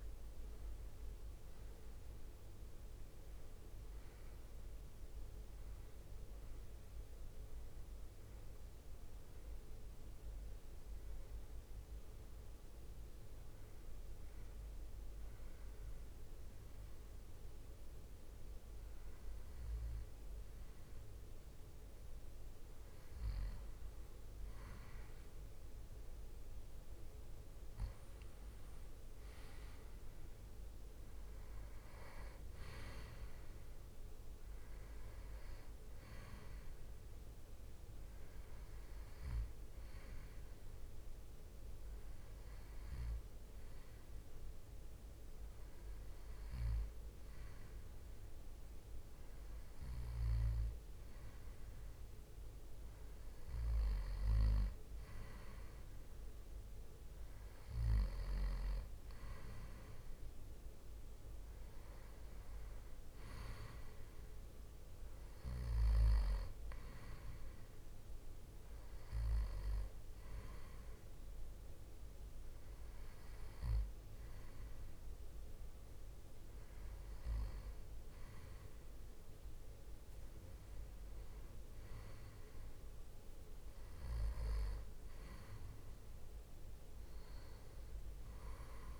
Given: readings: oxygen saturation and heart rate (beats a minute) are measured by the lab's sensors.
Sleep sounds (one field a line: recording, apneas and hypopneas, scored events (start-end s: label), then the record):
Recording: breathing in sleep by a room microphone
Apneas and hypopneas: 2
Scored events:
14.00-24.00 s: hypopnea (oxygen 97% before, 94% lowest, heart rate 73 before, 64 extreme, up 8 after)
29.00-33.00 s: arousal
40.00-51.00 s: hypopnea (oxygen 97% before, 95% lowest, heart rate 69 before, 61 extreme, up 2 after)
52.50-56.50 s: arousal
From the record:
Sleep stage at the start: N2 (light sleep)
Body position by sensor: on the back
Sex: male